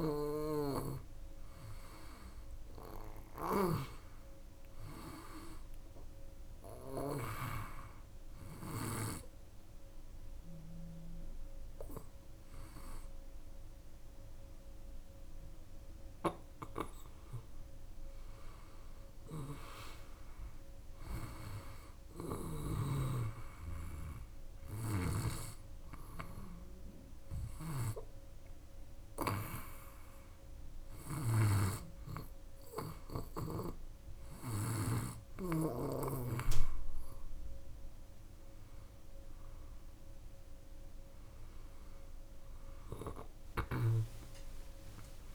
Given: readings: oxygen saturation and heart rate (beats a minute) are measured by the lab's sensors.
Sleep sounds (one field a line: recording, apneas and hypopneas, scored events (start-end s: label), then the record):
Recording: breathing in sleep by a room microphone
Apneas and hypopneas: none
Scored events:
3.00-7.00 s: snoring (device-marked)
31.00-35.50 s: snoring (device-marked)
43.00-45.35 s: arousal
From the record:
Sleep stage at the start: N2 (light sleep)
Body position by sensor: on the back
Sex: female